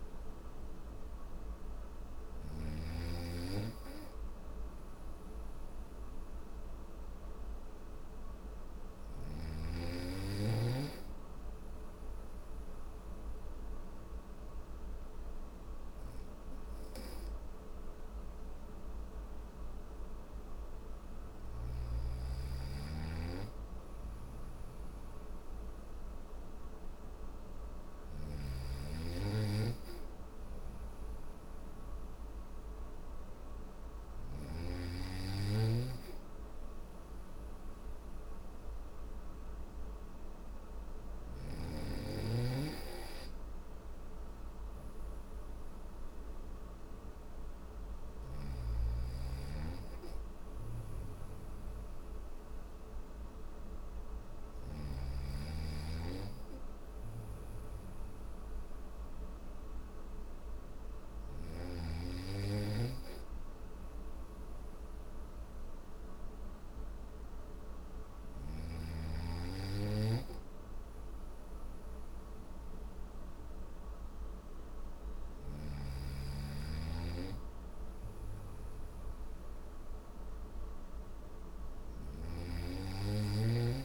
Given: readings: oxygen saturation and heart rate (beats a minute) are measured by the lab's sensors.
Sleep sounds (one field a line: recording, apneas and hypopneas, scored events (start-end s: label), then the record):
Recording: breathing in sleep by a room microphone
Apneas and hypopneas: none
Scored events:
20.00-33.50 s: snoring (device-marked)
49.50-54.00 s: snoring (device-marked)
From the record:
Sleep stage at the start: N1 (lightest sleep)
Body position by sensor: on the back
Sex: male